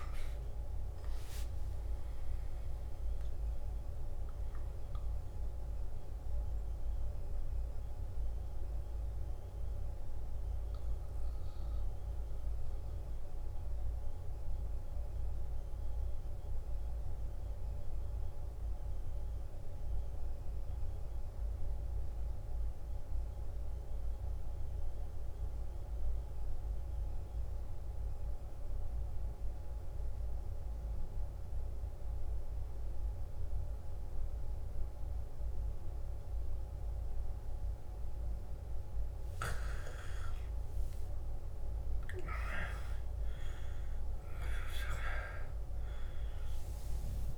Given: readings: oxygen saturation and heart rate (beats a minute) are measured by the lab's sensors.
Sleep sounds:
breathing in sleep by a room microphone; 1
0.00-15.00 s: oxygen desaturation (device-marked, oxygen 87% lowest, heart rate 53 extreme)
6.00-38.00 s: mixed apnea (oxygen 97% before, 85% lowest, heart rate 65 before, 53 extreme, up 15 after)
31.00-47.38 s: oxygen desaturation (device-marked, oxygen 97% before, 85% lowest, heart rate 55 before, 53 extreme)
39.50-44.00 s: arousal
From the record:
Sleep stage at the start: N2 (light sleep); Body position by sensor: on the back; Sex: male

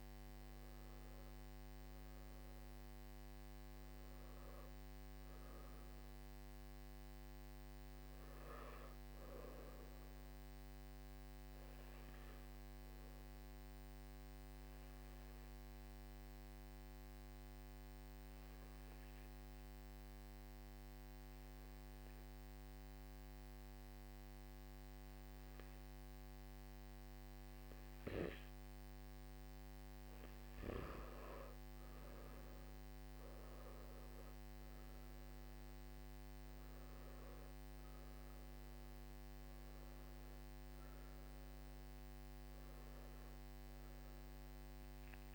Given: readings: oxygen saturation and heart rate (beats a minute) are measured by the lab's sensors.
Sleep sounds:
breathing in sleep, hard to hear, by a microphone on the trachea; 1
0.00-8.50 s: oxygen desaturation (device-marked, oxygen 93% lowest, heart rate 53 extreme)
13.00-29.00 s: obstructive apnea (oxygen 97% before, 89% lowest, heart rate 58 before, 55 extreme, up 10 after)
32.50-45.35 s: oxygen desaturation (device-marked, oxygen 98% before, 91% lowest, heart rate 57 before, 54 extreme)
From the record:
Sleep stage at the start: N1 (lightest sleep); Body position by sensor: on the back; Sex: male

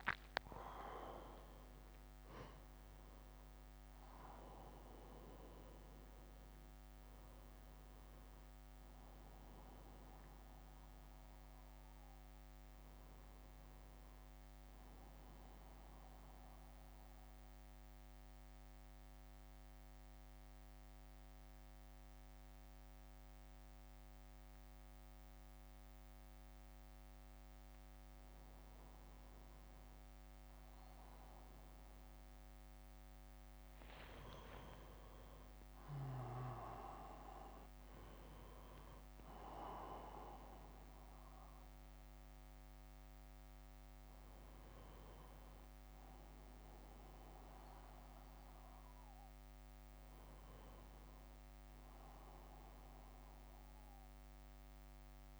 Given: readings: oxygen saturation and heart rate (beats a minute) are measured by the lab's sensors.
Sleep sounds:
breathing in sleep by a microphone on the trachea; 1
0.00-2.00 s: arousal
0.00-15.50 s: drop in pulse transit time (device-marked, heart rate 58 extreme)
0.00-26.50 s: oxygen desaturation (device-marked, oxygen 92% lowest, heart rate 58 extreme)
17.00-29.50 s: mixed apnea (oxygen 96% before, 92% lowest, heart rate 61 before, 58 extreme, up 4 after)
20.50-55.40 s: new sleep stage, N1 (lightest sleep)
31.50-36.50 s: arousal
36.50-50.50 s: drop in pulse transit time (device-marked, heart rate 60 before, 62 extreme)
From the record:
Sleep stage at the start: N2 (light sleep); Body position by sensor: on the back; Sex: male

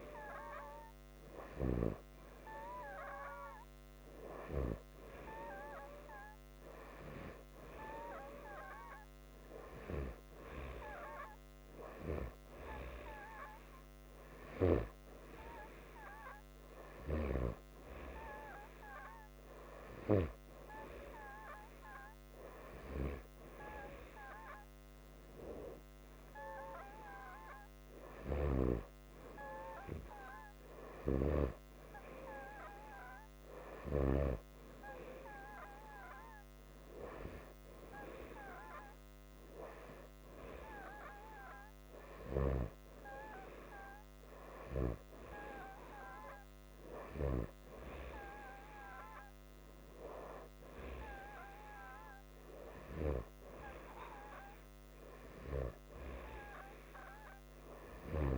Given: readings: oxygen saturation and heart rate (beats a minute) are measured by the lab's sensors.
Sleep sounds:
breathing in sleep by a microphone on the trachea; none
none scored
From the record:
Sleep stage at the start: N2 (light sleep); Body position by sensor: upright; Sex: male

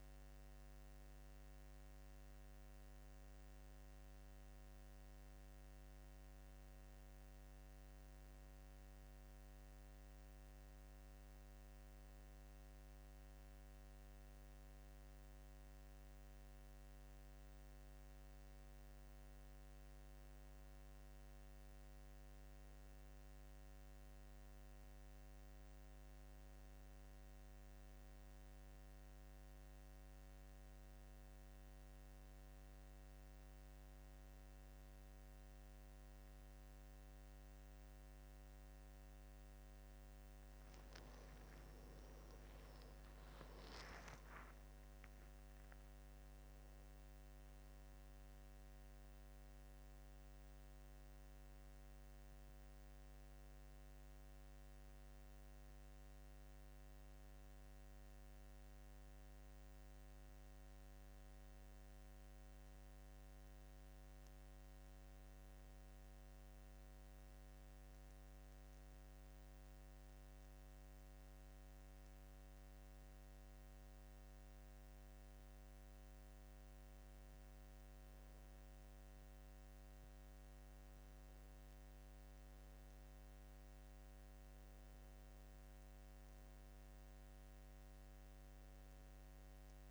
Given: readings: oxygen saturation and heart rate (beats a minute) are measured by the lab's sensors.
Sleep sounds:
breathing in sleep, hard to hear, by a microphone on the trachea; none
41.50-45.50 s: arousal
86.00-89.91 s: oxygen desaturation (device-marked, oxygen 98% before, 92% lowest, heart rate 76 before, 74 extreme)
From the record:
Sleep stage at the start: N2 (light sleep); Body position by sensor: on the back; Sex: male

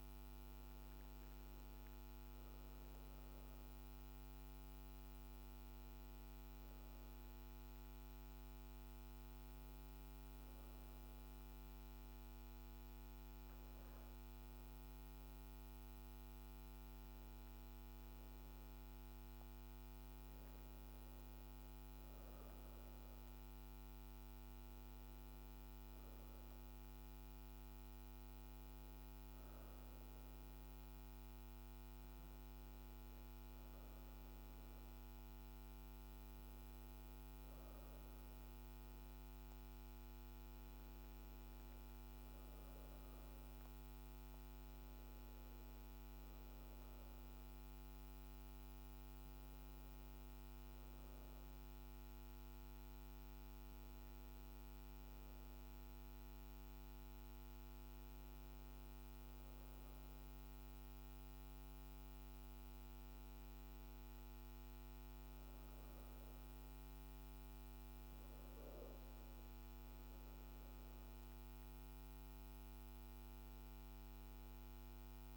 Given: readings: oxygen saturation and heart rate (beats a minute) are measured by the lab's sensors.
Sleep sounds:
breathing in sleep, hard to hear, by a microphone on the trachea; 1
4.00-17.00 s: oxygen desaturation (device-marked, oxygen 96% before, 92% lowest, heart rate 56 before, 55 extreme)
7.50-20.00 s: hypopnea (oxygen 96% before, 91% lowest, heart rate 56 before, 55 extreme, up 2 after)
23.50-27.00 s: arousal
27.00-36.00 s: oxygen desaturation (device-marked, oxygen 95% before, 91% lowest, heart rate 56 before, 53 extreme)
From the record:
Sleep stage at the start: N1 (lightest sleep); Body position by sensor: on the back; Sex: female

